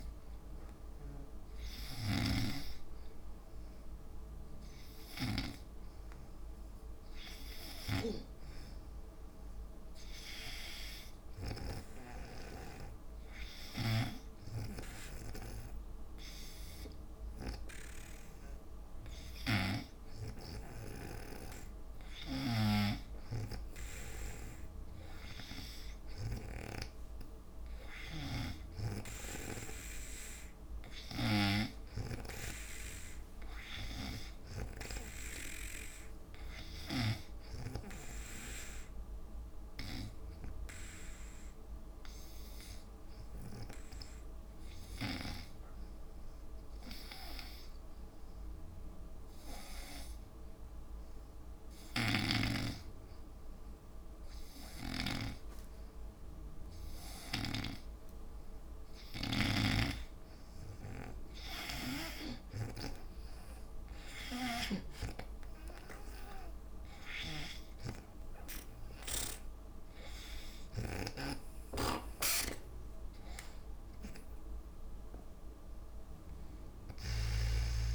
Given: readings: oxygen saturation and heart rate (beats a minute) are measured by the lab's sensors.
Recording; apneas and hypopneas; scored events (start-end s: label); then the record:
breathing in sleep by a room microphone; 2
0.00-2.50 s: snoring (device-marked)
0.00-13.50 s: oxygen desaturation (device-marked, oxygen 89% lowest, heart rate 61 extreme)
11.00-23.50 s: hypopnea (oxygen 96% before, 83% lowest, heart rate 62 before, 60 extreme, up 1 after)
13.50-30.50 s: drop in pulse transit time (device-marked, heart rate 62 before, 66 extreme)
27.00-30.50 s: arousal
32.00-38.00 s: snoring (device-marked)
39.50-59.00 s: hypopnea (oxygen 92% before, 83% lowest, heart rate 68 before, 58 extreme, up 13 after)
60.50-64.00 s: arousal
64.50-77.95 s: oxygen desaturation (device-marked, oxygen 94% before, 83% lowest, heart rate 64 before, 55 extreme)
68.50-77.95 s: drop in pulse transit time (device-marked, heart rate 66 before, 67 extreme)
71.00-77.95 s: snoring (device-marked)
From the record:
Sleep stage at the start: N2 (light sleep); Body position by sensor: on the back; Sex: female